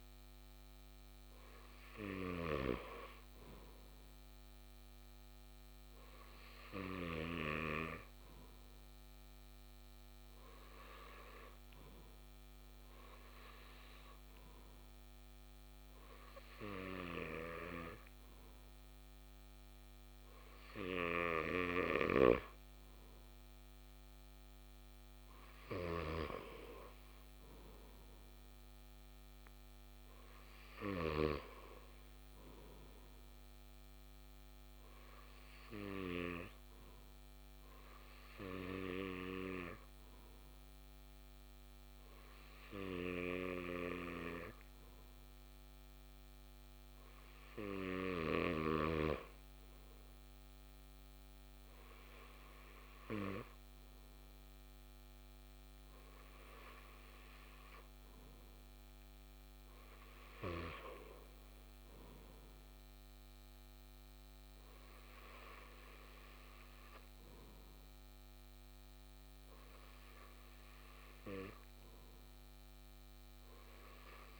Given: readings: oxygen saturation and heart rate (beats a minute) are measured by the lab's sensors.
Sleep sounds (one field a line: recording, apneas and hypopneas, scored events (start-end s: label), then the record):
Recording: breathing in sleep by a microphone on the trachea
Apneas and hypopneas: none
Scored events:
none scored
From the record:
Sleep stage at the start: REM sleep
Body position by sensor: on the back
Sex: male